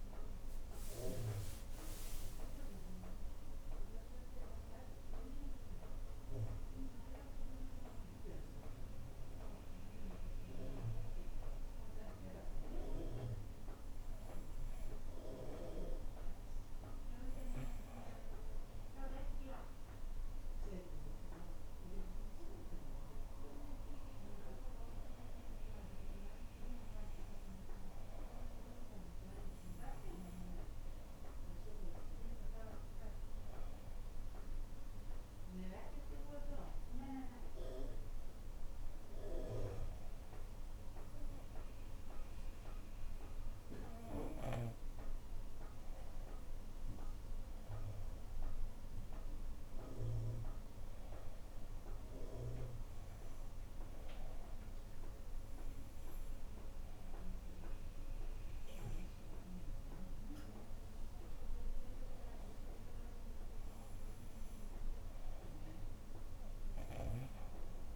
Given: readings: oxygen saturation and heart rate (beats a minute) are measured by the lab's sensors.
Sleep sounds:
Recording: breathing in sleep by a room microphone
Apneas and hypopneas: none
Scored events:
26.00-67.95 s: new sleep stage, N2 (light sleep)
From the record:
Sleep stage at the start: N1 (lightest sleep)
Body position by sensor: on the right side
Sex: female

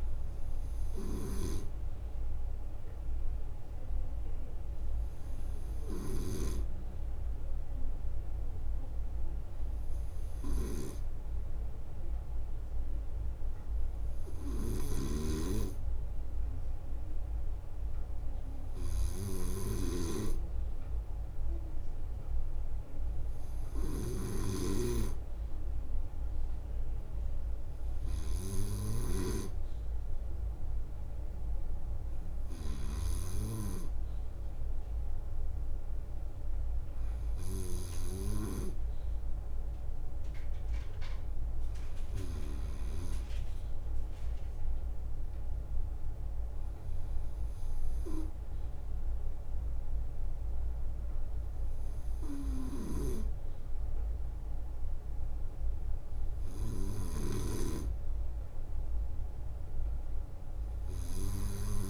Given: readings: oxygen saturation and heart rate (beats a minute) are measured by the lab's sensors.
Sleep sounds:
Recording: breathing in sleep by a room microphone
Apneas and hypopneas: none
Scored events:
0.00-2.50 s: leg movement (device-marked)
0.00-37.50 s: snoring (device-marked)
5.50-11.00 s: leg movement (device-marked)
11.50-16.50 s: leg movement (device-marked)
22.50-32.00 s: leg movement (device-marked)
33.50-42.00 s: leg movement (device-marked)
45.50-46.50 s: leg movement (device-marked)
50.50-56.50 s: leg movement (device-marked)
52.50-61.90 s: snoring (device-marked)
60.50-61.90 s: leg movement (device-marked)
From the record:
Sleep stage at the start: N2 (light sleep)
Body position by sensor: on the right side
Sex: male

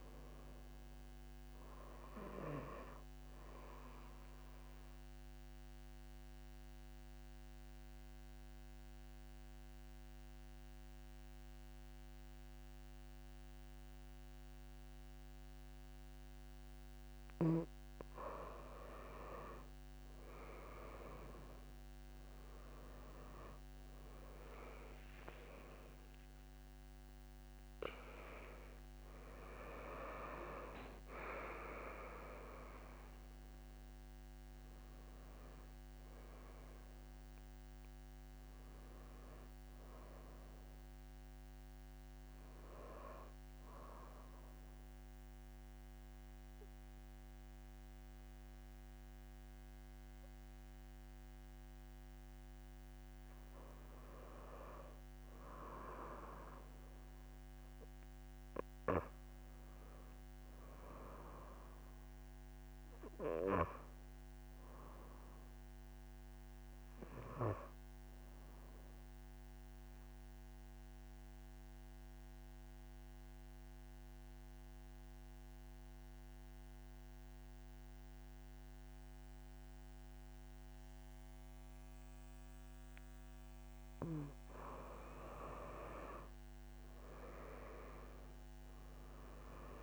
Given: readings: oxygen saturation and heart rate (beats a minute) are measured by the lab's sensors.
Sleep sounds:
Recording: breathing in sleep by a microphone on the trachea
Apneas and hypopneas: 3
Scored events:
0.00-1.50 s: arousal
4.50-17.50 s: obstructive apnea (oxygen 96% before, 88% lowest)
23.00-56.00 s: oxygen desaturation (device-marked, oxygen 95% before, 88% lowest)
24.00-29.00 s: arousal
42.50-55.00 s: obstructive apnea (oxygen 95% before, 88% lowest)
58.50-62.50 s: arousal
69.50-84.50 s: obstructive apnea (oxygen 99% before, 89% lowest)
84.00-89.83 s: oxygen desaturation (device-marked, oxygen 96% before, 89% lowest)
86.00-89.50 s: arousal
From the record:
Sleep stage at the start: N2 (light sleep)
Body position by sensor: on the back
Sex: female

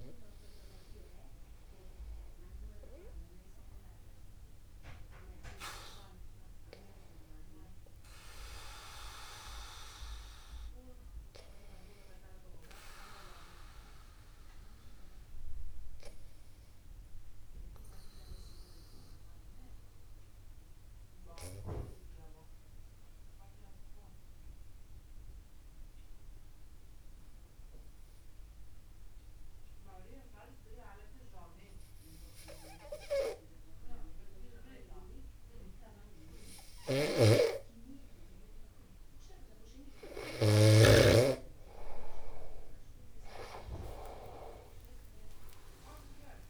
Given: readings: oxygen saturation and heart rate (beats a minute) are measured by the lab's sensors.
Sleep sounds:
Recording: breathing in sleep by a room microphone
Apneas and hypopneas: 1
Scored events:
7.00-9.00 s: long interval between heartbeats (device-marked, heart rate 51 before, 67 extreme)
12.50-40.00 s: obstructive apnea (oxygen 96% before, 94% lowest, heart rate 56 before, 50 extreme, up 10 after)
37.00-41.50 s: snoring (device-marked)
44.00-46.00 s: long interval between heartbeats (device-marked, heart rate 50 before, 58 extreme)
45.50-46.50 s: arousal
From the record:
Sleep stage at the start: N2 (light sleep)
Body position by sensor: upright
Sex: male

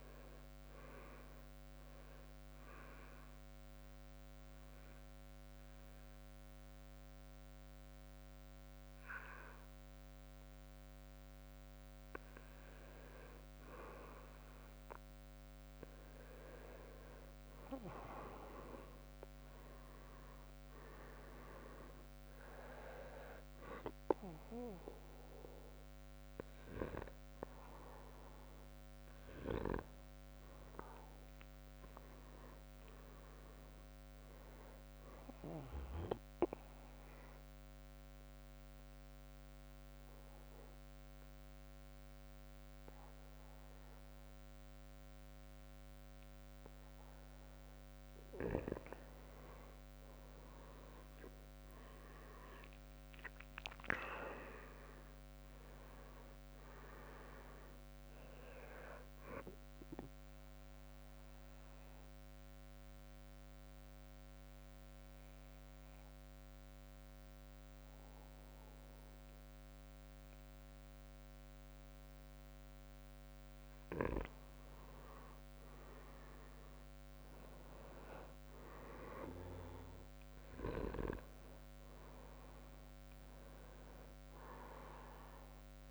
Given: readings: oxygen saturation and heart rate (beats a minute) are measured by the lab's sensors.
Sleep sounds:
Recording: breathing in sleep by a microphone on the trachea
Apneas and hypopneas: 3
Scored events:
3.50-13.50 s: obstructive apnea (oxygen 97% before, 94% lowest, heart rate 75 before, 64 extreme, up 7 after)
16.00-20.00 s: arousal
36.50-48.00 s: obstructive apnea (oxygen 97% before, 94% lowest, heart rate 71 before, 65 extreme, up 10 after)
51.00-55.50 s: arousal
53.50-65.50 s: drop in pulse transit time (device-marked, heart rate 70 before, 73 extreme)
60.00-73.50 s: obstructive apnea (oxygen 97% before, 94% lowest, heart rate 71 before, 65 extreme, up 7 after)
61.50-63.50 s: long interval between heartbeats (device-marked, heart rate 72 before, 83 extreme)
75.50-80.00 s: arousal
From the record:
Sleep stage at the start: N2 (light sleep)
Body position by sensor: on the back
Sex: male

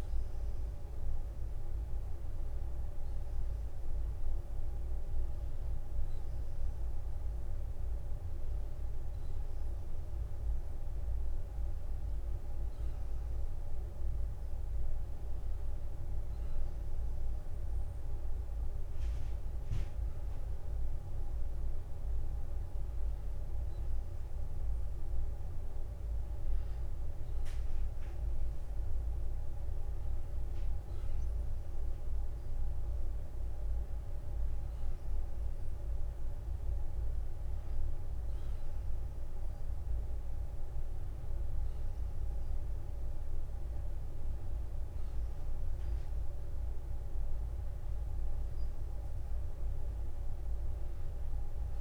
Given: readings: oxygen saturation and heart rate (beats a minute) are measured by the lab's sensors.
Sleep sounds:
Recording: breathing in sleep, hard to hear, by a room microphone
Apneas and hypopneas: none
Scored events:
0.00-10.50 s: oxygen desaturation (device-marked, oxygen 91% lowest, heart rate 49 extreme)
46.00-48.00 s: long interval between heartbeats (device-marked, heart rate 62 before, 68 extreme)
From the record:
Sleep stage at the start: N2 (light sleep)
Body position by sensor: on the back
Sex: male

